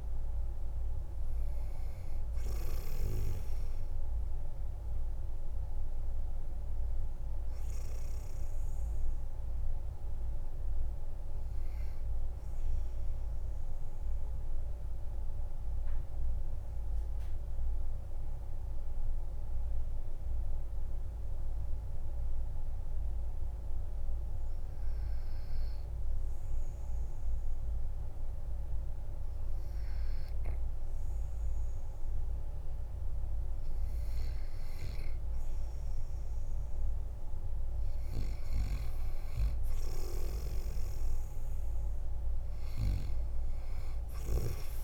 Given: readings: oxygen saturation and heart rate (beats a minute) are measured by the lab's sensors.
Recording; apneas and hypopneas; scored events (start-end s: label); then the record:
breathing in sleep by a room microphone; 1
0.00-21.00 s: oxygen desaturation (device-marked, oxygen 92% lowest, heart rate 44 extreme)
12.50-35.00 s: obstructive apnea (oxygen 97% before, 93% lowest, heart rate 53 before, 44 extreme, up 4 after)
35.00-44.84 s: oxygen desaturation (device-marked, oxygen 99% before, 94% lowest, heart rate 48 before, 43 extreme)
40.50-43.50 s: arousal
From the record:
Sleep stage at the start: N2 (light sleep); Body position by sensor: on the back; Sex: male